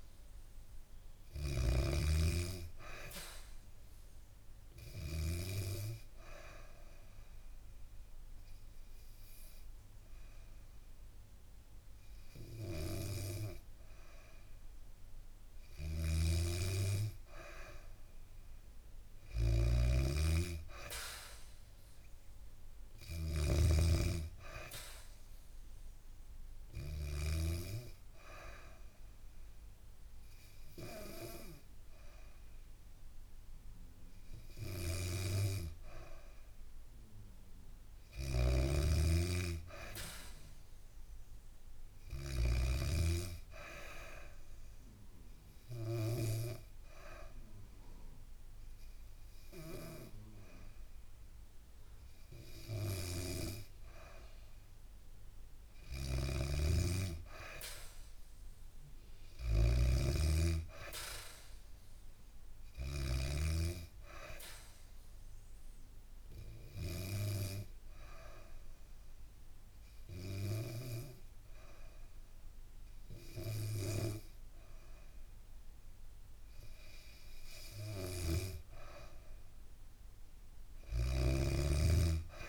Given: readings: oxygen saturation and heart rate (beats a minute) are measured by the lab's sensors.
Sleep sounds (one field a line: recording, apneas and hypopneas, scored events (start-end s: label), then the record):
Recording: breathing in sleep by a room microphone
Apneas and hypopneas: 4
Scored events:
0.00-5.00 s: snoring (device-marked)
2.50-14.50 s: oxygen desaturation (device-marked, oxygen 96% before, 92% lowest, heart rate 70 before, 69 extreme)
4.00-15.50 s: obstructive apnea (oxygen 96% before, 92% lowest, heart rate 71 before, 69 extreme, up 1 after)
15.50-23.50 s: snoring (device-marked)
17.50-21.00 s: arousal
21.50-35.50 s: oxygen desaturation (device-marked, oxygen 96% before, 92% lowest, heart rate 71 before, 69 extreme)
27.00-37.50 s: obstructive apnea (oxygen 96% before, 92% lowest, heart rate 70 before, 69 extreme, up 4 after)
38.00-42.50 s: snoring (device-marked)
39.00-41.50 s: arousal
43.50-54.00 s: obstructive apnea (oxygen 96% before, 92% lowest, heart rate 71 before, 68 extreme, up 0 after)
55.50-63.00 s: snoring (device-marked)
56.50-59.50 s: arousal
59.50-75.50 s: oxygen desaturation (device-marked, oxygen 96% before, 92% lowest, heart rate 72 before, 67 extreme)
64.50-77.00 s: obstructive apnea (oxygen 96% before, 91% lowest, heart rate 72 before, 67 extreme, up 2 after)
79.50-82.49 s: arousal
80.50-82.49 s: snoring (device-marked)
From the record:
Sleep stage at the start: N2 (light sleep)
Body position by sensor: on the back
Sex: female